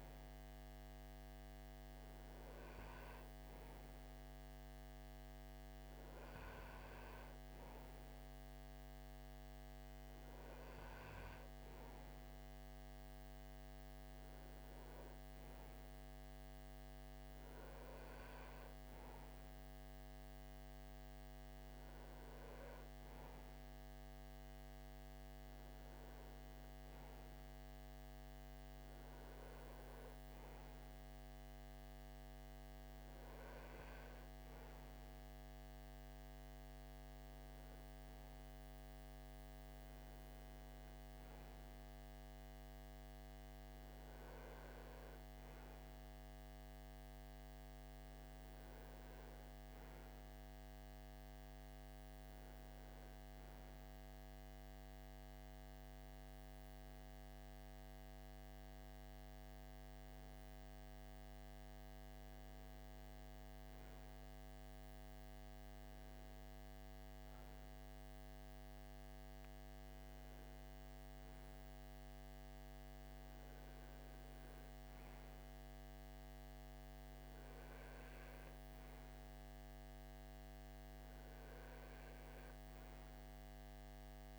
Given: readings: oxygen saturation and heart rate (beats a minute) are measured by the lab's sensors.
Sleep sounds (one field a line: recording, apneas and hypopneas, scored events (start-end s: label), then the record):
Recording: breathing in sleep, hard to hear, by a microphone on the trachea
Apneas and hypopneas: none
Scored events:
44.50-84.39 s: new sleep stage, REM sleep
From the record:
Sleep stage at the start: N2 (light sleep)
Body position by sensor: on the right side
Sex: male